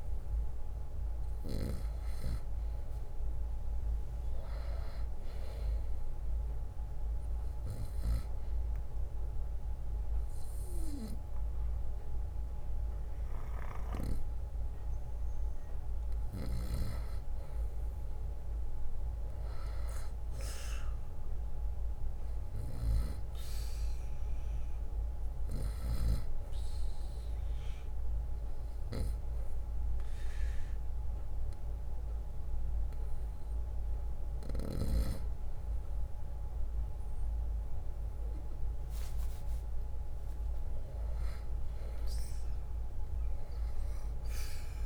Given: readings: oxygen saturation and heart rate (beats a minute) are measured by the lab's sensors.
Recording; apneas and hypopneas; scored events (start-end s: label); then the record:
breathing in sleep by a room microphone; 2
0.00-12.00 s: oxygen desaturation (device-marked, oxygen 90% lowest, heart rate 62 extreme)
8.00-18.00 s: obstructive apnea (oxygen 95% before, 90% lowest, heart rate 64 before, 62 extreme, up 2 after)
16.50-23.00 s: snoring (device-marked)
19.00-23.00 s: arousal
28.50-39.00 s: obstructive apnea (oxygen 95% before, 92% lowest, heart rate 64 before, 57 extreme, up 2 after)
40.50-44.50 s: arousal
From the record:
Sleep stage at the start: N2 (light sleep); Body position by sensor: on the right side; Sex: male